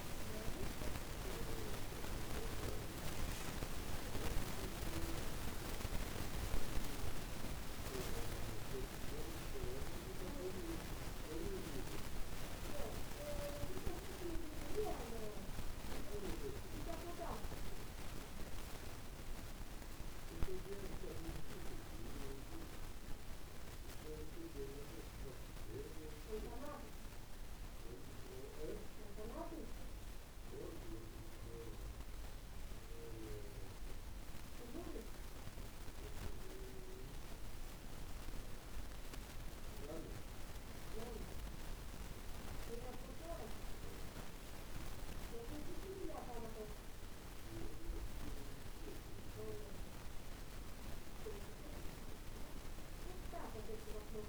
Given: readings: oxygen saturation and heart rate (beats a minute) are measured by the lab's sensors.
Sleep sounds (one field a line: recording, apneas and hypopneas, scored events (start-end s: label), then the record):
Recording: breathing in sleep by a room microphone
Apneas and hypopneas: none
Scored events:
none scored
From the record:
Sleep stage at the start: N2 (light sleep)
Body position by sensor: on the back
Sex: male